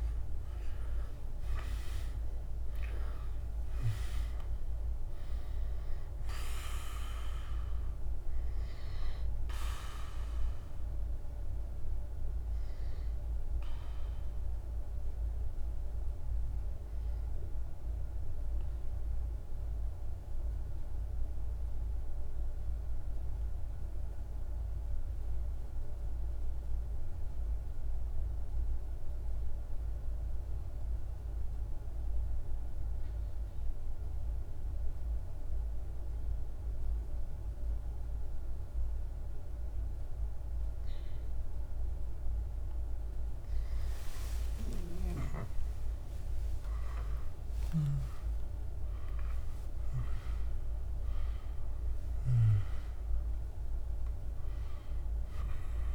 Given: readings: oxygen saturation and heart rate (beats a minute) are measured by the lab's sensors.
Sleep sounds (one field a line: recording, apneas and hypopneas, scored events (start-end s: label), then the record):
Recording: breathing in sleep by a room microphone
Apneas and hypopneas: 1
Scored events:
0.00-2.50 s: arousal
0.00-24.50 s: oxygen desaturation (device-marked, oxygen 88% lowest)
12.50-42.00 s: central apnea (oxygen 97% before, 89% lowest)
38.50-55.95 s: oxygen desaturation (device-marked, oxygen 99% before, 90% lowest)
43.00-48.00 s: arousal
From the record:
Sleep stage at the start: N2 (light sleep)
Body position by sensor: on the back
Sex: male